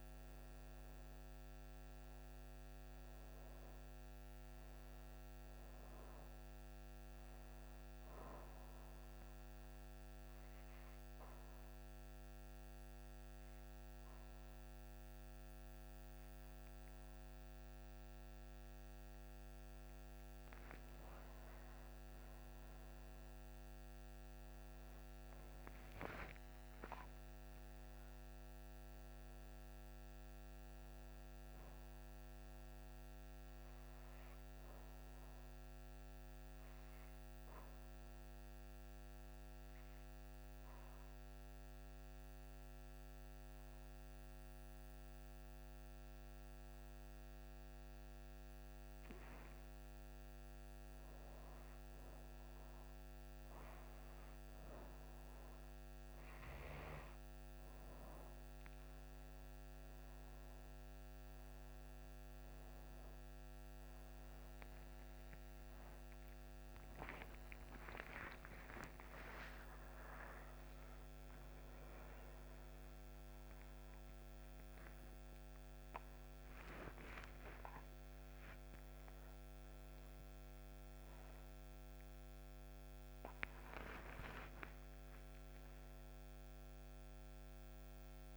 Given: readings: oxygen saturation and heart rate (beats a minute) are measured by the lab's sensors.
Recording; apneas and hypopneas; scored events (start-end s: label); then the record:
a person partly awake in a sleep study, by a microphone on the trachea; 2
9.00-20.00 s: obstructive apnea (oxygen 98% before, 91% lowest)
21.50-26.50 s: arousal
35.00-49.00 s: obstructive apnea (oxygen 97% before, 89% lowest)
60.00-88.37 s: new sleep stage, awake
77.00-88.37 s: oxygen desaturation (device-marked, oxygen 94% before, 89% lowest)
From the record:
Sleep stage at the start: N2 (light sleep); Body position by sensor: on the back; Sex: female